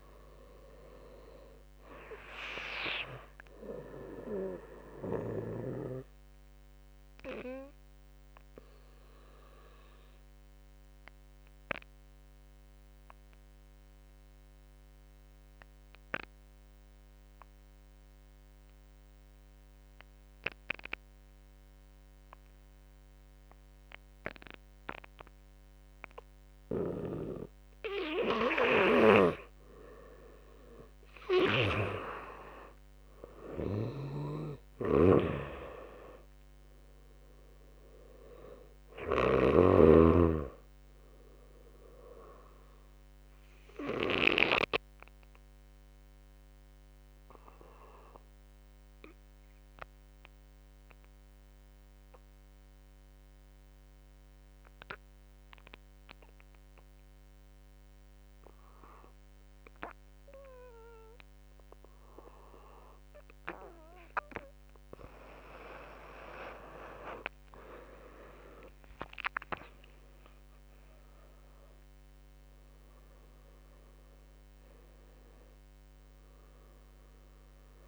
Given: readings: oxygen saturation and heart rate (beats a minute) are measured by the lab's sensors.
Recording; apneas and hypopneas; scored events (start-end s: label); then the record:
breathing in sleep by a microphone on the trachea; 2
0.00-15.00 s: oxygen desaturation (device-marked, oxygen 85% lowest, heart rate 53 extreme)
0.00-22.00 s: drop in pulse transit time (device-marked, heart rate 53 extreme)
4.50-28.00 s: obstructive apnea (oxygen 97% before, 84% lowest, heart rate 60 before, 53 extreme, up 7 after)
20.00-45.00 s: oxygen desaturation (device-marked, oxygen 98% before, 85% lowest, heart rate 61 before, 53 extreme)
30.50-34.00 s: arousal
34.50-39.50 s: snoring (device-marked)
43.50-62.00 s: obstructive apnea (oxygen 98% before, 84% lowest, heart rate 60 before, 50 extreme, up 15 after)
59.00-77.88 s: oxygen desaturation (device-marked, oxygen 98% before, 84% lowest, heart rate 57 before, 50 extreme)
65.50-69.50 s: arousal
69.00-77.88 s: drop in pulse transit time (device-marked, heart rate 58 before, 52 extreme)
From the record:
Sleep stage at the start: N2 (light sleep); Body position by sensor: on the back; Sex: male